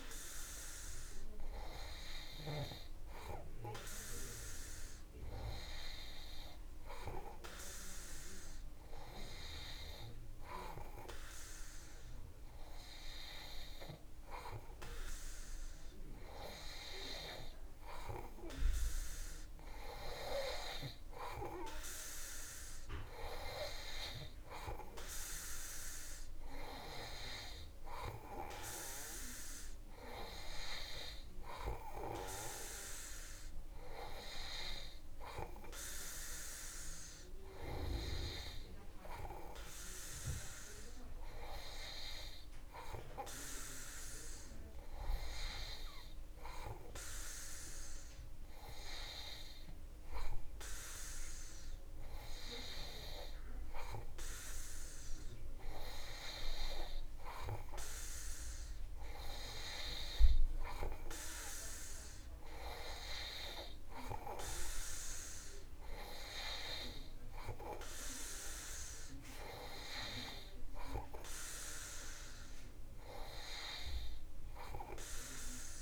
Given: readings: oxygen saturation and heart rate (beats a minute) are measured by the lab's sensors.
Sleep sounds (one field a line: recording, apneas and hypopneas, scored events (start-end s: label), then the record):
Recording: breathing in sleep by a room microphone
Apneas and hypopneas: none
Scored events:
none scored
From the record:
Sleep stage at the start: N2 (light sleep)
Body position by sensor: on the back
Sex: male